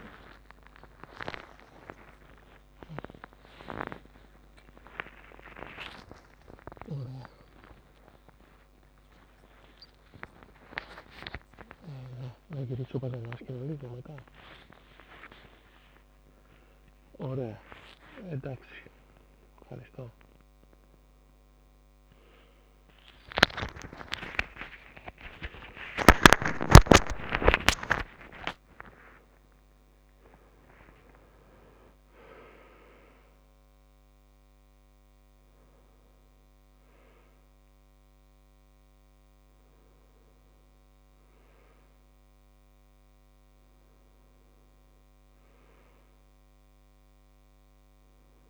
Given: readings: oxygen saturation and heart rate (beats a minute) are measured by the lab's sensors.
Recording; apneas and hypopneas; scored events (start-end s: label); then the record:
a person awake in a sleep study, by a microphone on the trachea; none
0.00-5.00 s: tachycardia (device-marked, heart rate 117 extreme)
0.50-2.50 s: long interval between heartbeats (device-marked, heart rate 86 before, 102 extreme)
7.00-11.50 s: snoring (device-marked)
29.00-33.00 s: tachycardia (device-marked, heart rate 76 before, 101 extreme)
45.00-48.50 s: new sleep stage, N1 (lightest sleep)
From the record:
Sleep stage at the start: awake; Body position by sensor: on the right side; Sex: male